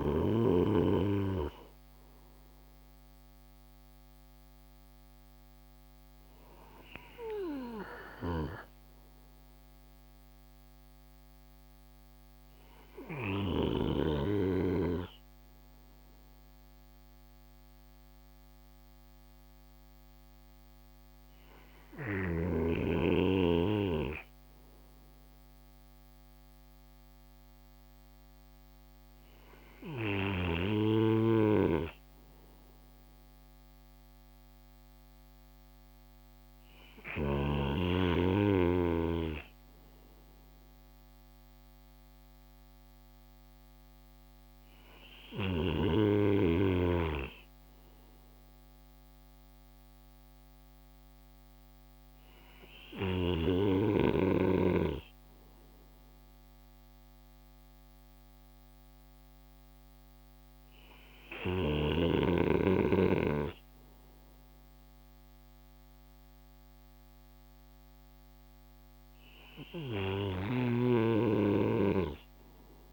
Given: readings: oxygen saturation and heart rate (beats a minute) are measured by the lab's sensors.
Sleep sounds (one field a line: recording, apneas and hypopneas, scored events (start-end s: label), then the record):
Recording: breathing in sleep by a microphone on the trachea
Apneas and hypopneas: none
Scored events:
69.50-72.93 s: snoring (device-marked)
From the record:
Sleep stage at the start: N2 (light sleep)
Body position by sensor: on the right side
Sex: male